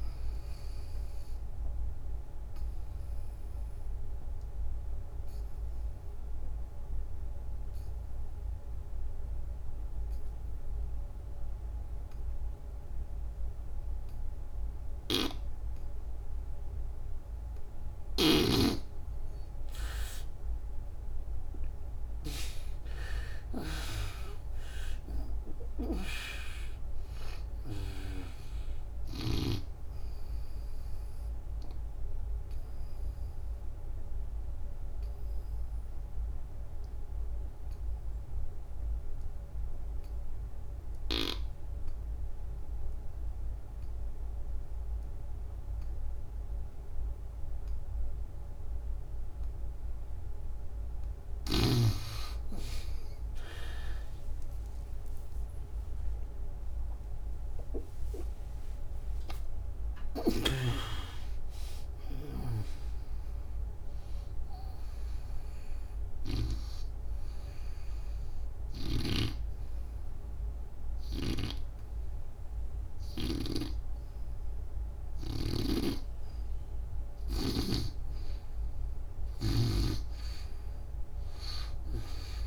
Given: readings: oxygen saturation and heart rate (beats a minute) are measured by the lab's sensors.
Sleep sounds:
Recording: breathing in sleep by a room microphone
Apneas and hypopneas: 3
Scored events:
0.00-16.00 s: oxygen desaturation (device-marked, oxygen 71% lowest, heart rate 67 extreme)
1.50-16.50 s: obstructive apnea (oxygen 95% before, 71% lowest, heart rate 81 before, 67 extreme, up 19 after)
19.50-23.00 s: arousal
22.00-42.00 s: oxygen desaturation (device-marked, oxygen 97% before, 74% lowest, heart rate 77 before, 67 extreme)
31.00-49.00 s: obstructive apnea (oxygen 97% before, 71% lowest, heart rate 82 before, 67 extreme, up 23 after)
53.00-58.50 s: arousal
56.00-78.00 s: oxygen desaturation (device-marked, oxygen 96% before, 71% lowest, heart rate 71 before, 66 extreme)
67.00-77.00 s: obstructive apnea (oxygen 97% before, 71% lowest, heart rate 89 before, 67 extreme, up 11 after)
75.00-82.47 s: snoring (device-marked)
78.50-82.47 s: arousal
80.00-82.47 s: oxygen desaturation (device-marked, oxygen 98% before, 85% lowest, heart rate 88 before, 65 extreme)
From the record:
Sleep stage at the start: N2 (light sleep)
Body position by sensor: on the back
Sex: female

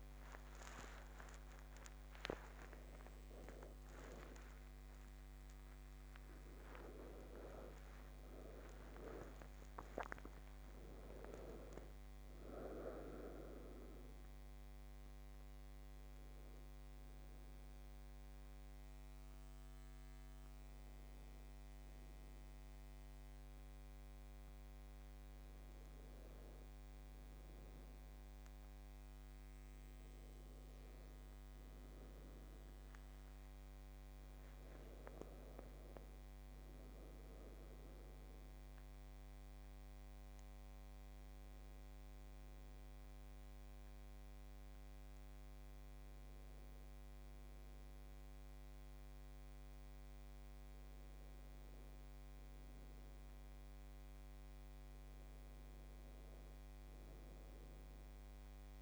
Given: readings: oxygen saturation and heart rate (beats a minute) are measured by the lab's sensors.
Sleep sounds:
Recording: a person awake in a sleep study, by a microphone on the trachea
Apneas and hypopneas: none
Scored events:
none scored
From the record:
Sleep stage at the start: awake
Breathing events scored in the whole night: 327 in 5.3 hours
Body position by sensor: on the back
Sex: female

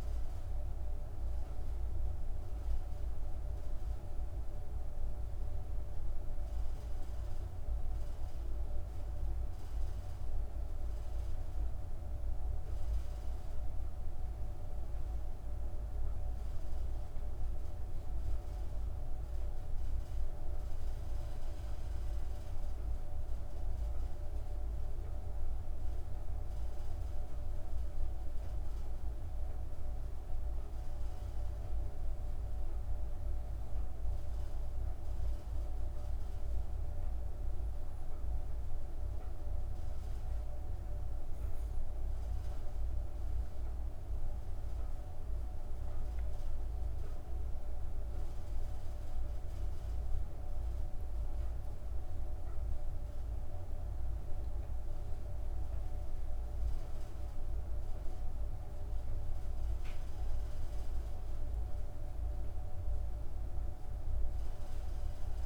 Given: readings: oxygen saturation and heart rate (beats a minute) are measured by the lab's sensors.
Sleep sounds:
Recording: breathing in sleep, hard to hear, by a room microphone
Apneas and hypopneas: 1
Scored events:
10.00-42.00 s: hypopnea (oxygen 97% before, 92% lowest)
44.00-48.00 s: arousal
45.00-65.46 s: oxygen desaturation (device-marked, oxygen 95% before, 92% lowest)
From the record:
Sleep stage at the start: N2 (light sleep)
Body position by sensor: on the back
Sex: female

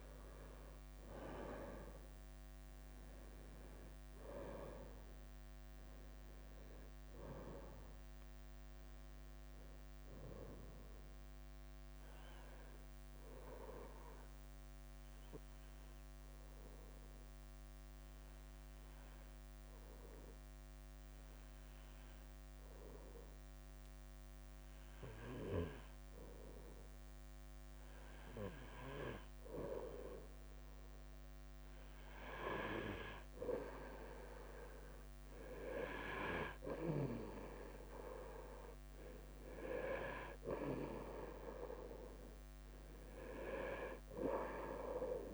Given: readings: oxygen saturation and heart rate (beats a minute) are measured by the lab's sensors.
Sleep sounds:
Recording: breathing in sleep by a microphone on the trachea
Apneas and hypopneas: 1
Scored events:
0.50-26.50 s: oxygen desaturation (device-marked, oxygen 98% before, 94% lowest, heart rate 60 before, 54 extreme)
10.50-18.50 s: bradycardia (device-marked, heart rate 54 before, 54 extreme)
12.00-26.00 s: obstructive apnea (oxygen 98% before, 92% lowest, heart rate 64 before, 54 extreme, up 4 after)
27.50-30.50 s: arousal
28.50-44.50 s: bradycardia (device-marked, heart rate 54 before, 54 extreme)
40.50-45.34 s: oxygen desaturation (device-marked, oxygen 97% before, 92% lowest, heart rate 59 before, 53 extreme)
From the record:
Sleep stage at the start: N2 (light sleep)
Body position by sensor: on the back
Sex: male

